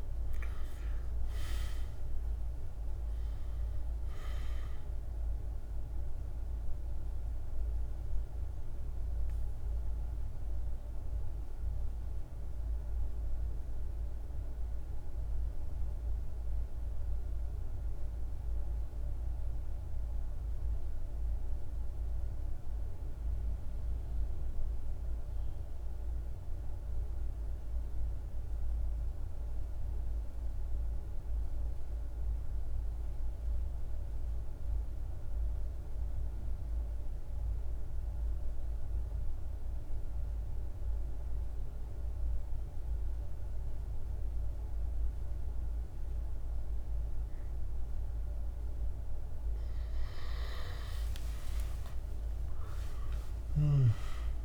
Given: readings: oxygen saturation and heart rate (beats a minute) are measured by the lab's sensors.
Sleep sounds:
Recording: breathing in sleep, hard to hear, by a room microphone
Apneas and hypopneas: 1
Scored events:
0.00-17.00 s: oxygen desaturation (device-marked, oxygen 86% lowest, heart rate 47 extreme)
6.50-48.50 s: mixed apnea (oxygen 98% before, 86% lowest, heart rate 54 before, 47 extreme, up 46 after)
36.00-54.45 s: oxygen desaturation (device-marked, oxygen 99% before, 86% lowest, heart rate 48 before, 48 extreme)
50.50-54.45 s: arousal
52.50-54.45 s: snoring (device-marked)
From the record:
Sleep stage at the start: N2 (light sleep)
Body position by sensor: on the back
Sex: male

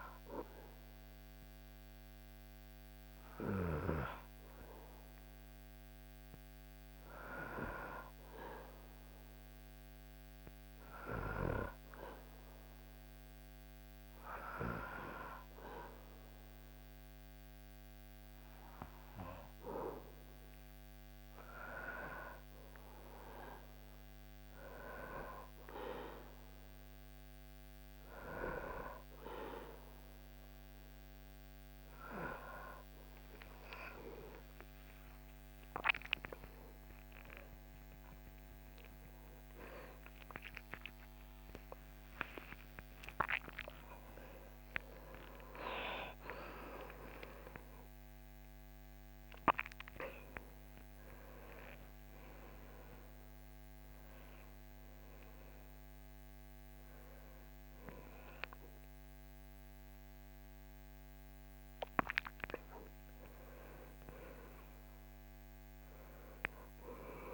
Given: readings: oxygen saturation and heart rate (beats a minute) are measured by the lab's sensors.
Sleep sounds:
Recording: a person partly awake in a sleep study, by a microphone on the trachea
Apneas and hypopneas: 1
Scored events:
7.00-20.50 s: hypopnea (oxygen 98% before, 96% lowest, heart rate 73 before, 69 extreme, up 7 after)
31.50-61.50 s: new sleep stage, awake
61.50-67.34 s: new sleep stage, N1 (lightest sleep)
From the record:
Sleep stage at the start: N2 (light sleep)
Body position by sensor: on the back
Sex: male

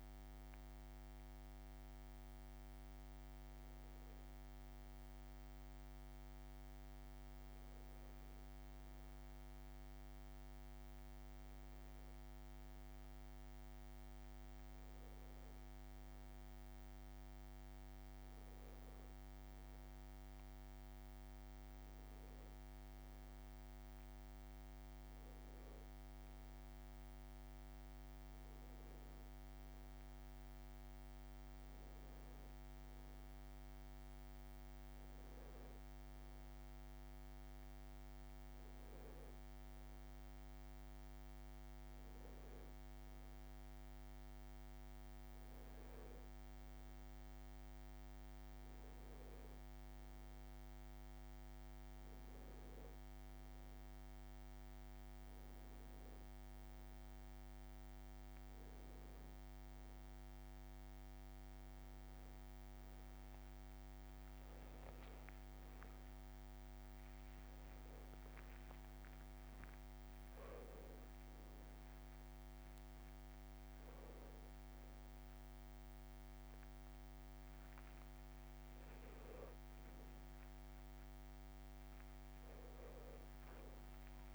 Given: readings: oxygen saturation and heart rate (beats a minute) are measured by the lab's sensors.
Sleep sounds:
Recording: breathing in sleep, hard to hear, by a microphone on the trachea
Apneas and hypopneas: none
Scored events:
9.00-11.00 s: long interval between heartbeats (device-marked, heart rate 48 before, 49 extreme)
51.50-53.50 s: long interval between heartbeats (device-marked, heart rate 49 before, 49 extreme)
61.50-63.50 s: long interval between heartbeats (device-marked, heart rate 46 before, 50 extreme)
71.50-73.50 s: long interval between heartbeats (device-marked, heart rate 43 before, 62 extreme)
77.50-79.50 s: long interval between heartbeats (device-marked, heart rate 50 before, 70 extreme)
82.50-84.35 s: long interval between heartbeats (device-marked, heart rate 57 before, 89 extreme)
From the record:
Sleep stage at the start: N1 (lightest sleep)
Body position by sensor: on the back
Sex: male

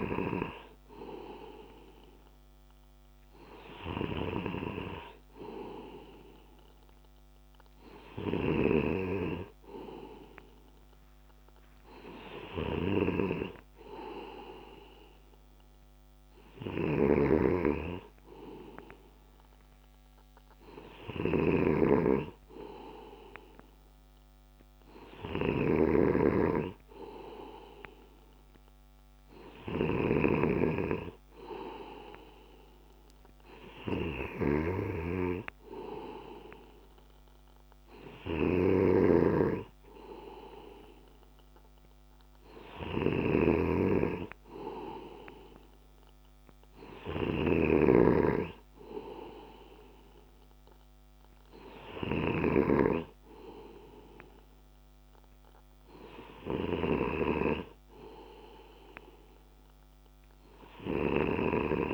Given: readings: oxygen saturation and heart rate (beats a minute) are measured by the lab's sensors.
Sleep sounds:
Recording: breathing in sleep by a microphone on the trachea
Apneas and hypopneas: none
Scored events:
16.50-21.50 s: snoring (device-marked)
38.50-47.50 s: snoring (device-marked)
From the record:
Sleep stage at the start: N2 (light sleep)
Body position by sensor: on the left side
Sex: male

